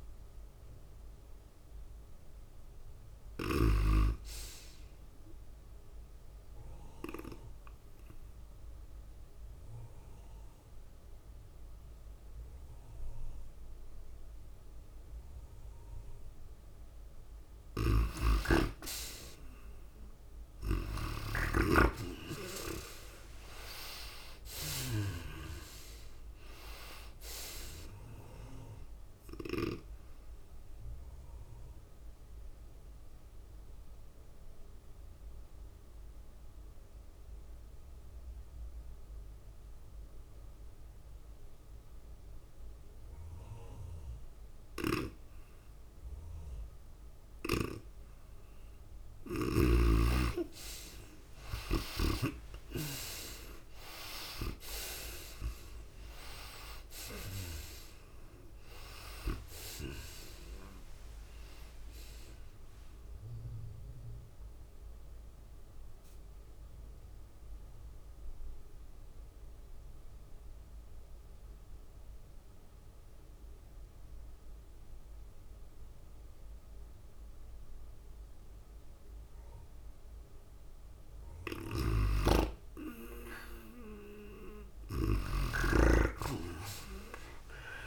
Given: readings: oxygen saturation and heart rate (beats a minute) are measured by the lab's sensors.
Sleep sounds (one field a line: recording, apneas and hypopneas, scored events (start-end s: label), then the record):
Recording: breathing in sleep by a room microphone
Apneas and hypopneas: 3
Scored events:
2.00-38.00 s: oxygen desaturation (device-marked, oxygen 98% before, 76% lowest, heart rate 103 before, 96 extreme)
7.50-18.00 s: obstructive apnea (oxygen 98% before, 76% lowest, heart rate 102 before, 96 extreme, up 4 after)
18.50-22.00 s: snoring (device-marked)
22.00-37.00 s: drop in pulse transit time (device-marked, heart rate 98 before, 97 extreme)
22.00-38.00 s: tachycardia (device-marked, heart rate 96 before, 107 extreme)
22.50-27.00 s: arousal
31.00-47.00 s: obstructive apnea (oxygen 98% before, 76% lowest, heart rate 100 before, 96 extreme, up 5 after)
45.00-72.00 s: oxygen desaturation (device-marked, oxygen 97% before, 77% lowest, heart rate 104 before, 94 extreme)
51.00-73.00 s: tachycardia (device-marked, heart rate 97 before, 107 extreme)
54.00-58.50 s: arousal
55.00-70.00 s: drop in pulse transit time (device-marked, heart rate 100 before, 102 extreme)
65.00-81.00 s: obstructive apnea (oxygen 97% before, 78% lowest, heart rate 102 before, 89 extreme)
82.00-87.87 s: oxygen desaturation (device-marked, oxygen 98% before, 80% lowest, heart rate 102 before, 88 extreme)
83.50-87.00 s: arousal
85.50-87.87 s: snoring (device-marked)
From the record:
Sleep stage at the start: N2 (light sleep)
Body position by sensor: on the right side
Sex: female